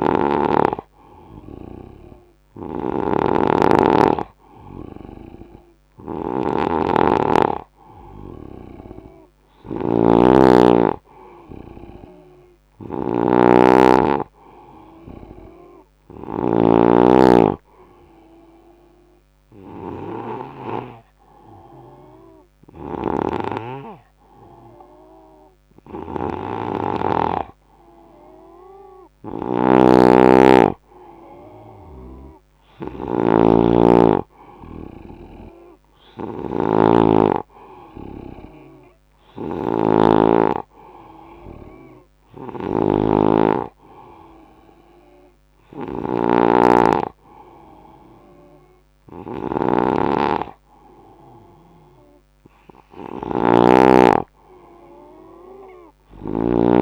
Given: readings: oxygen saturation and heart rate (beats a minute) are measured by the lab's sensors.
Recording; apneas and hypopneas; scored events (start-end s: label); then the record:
breathing in sleep by a microphone on the trachea; none
0.00-20.50 s: snoring (device-marked)
22.50-56.82 s: snoring (device-marked)
From the record:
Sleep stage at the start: N2 (light sleep); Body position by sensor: on the right side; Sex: male